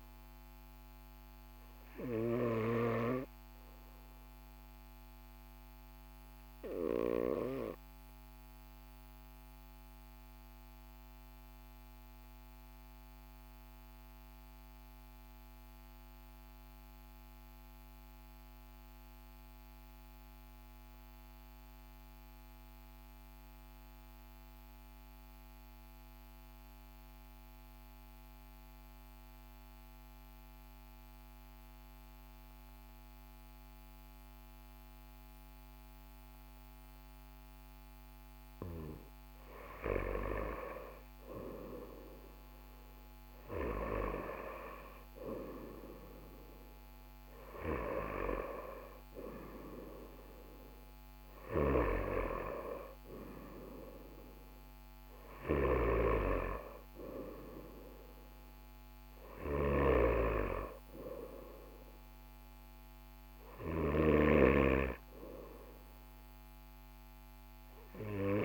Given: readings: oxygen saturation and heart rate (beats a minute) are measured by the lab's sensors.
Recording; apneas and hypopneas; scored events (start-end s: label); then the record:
breathing in sleep by a microphone on the trachea; 1
6.00-37.50 s: obstructive apnea (oxygen 98% before, 93% lowest, heart rate 42 before, 41 extreme, up 2 after)
39.50-45.50 s: arousal
48.50-68.44 s: oxygen desaturation (device-marked, oxygen 97% before, 93% lowest, heart rate 42 before, 41 extreme)
55.00-63.50 s: snoring (device-marked)
From the record:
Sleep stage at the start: N2 (light sleep); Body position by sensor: on the right side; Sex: male